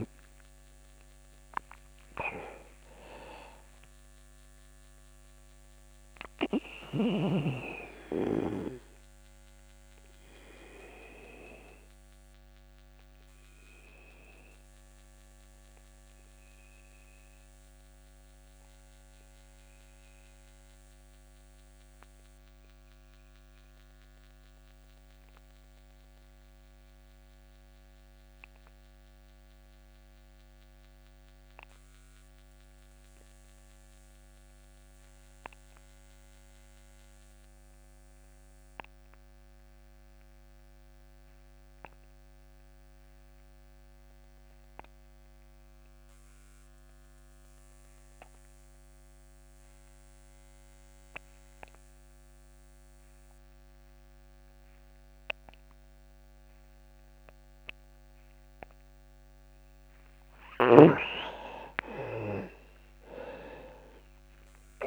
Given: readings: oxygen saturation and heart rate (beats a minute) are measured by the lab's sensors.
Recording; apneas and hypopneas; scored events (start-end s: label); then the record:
breathing in sleep by a microphone on the trachea; 1
0.00-27.00 s: oxygen desaturation (device-marked, oxygen 83% lowest)
5.50-59.00 s: obstructive apnea (oxygen 97% before, 82% lowest)
44.00-64.87 s: oxygen desaturation (device-marked, oxygen 99% before, 82% lowest)
62.50-64.87 s: arousal
From the record:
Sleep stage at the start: N2 (light sleep); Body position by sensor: on the back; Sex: male